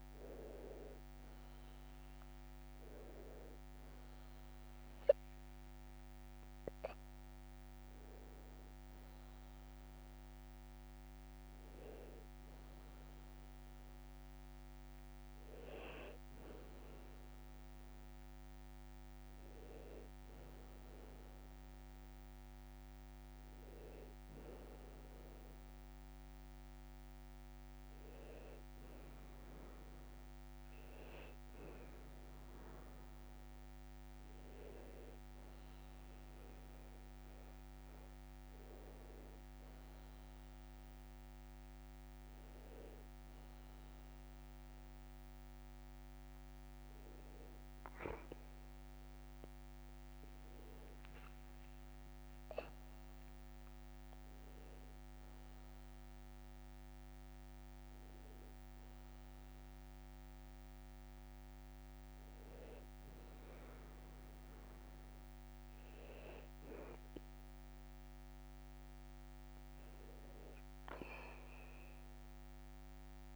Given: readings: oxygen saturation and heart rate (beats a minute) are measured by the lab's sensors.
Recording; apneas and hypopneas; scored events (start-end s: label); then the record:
breathing in sleep by a microphone on the trachea; none
0.00-1.00 s: tachycardia (device-marked, heart rate 126 extreme)
1.00-3.00 s: long interval between heartbeats (device-marked, heart rate 70 before, 137 extreme)
35.00-37.00 s: long interval between heartbeats (device-marked, heart rate 58 before, 69 extreme)
52.00-55.50 s: arousal
From the record:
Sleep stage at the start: N2 (light sleep); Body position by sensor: on the back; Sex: male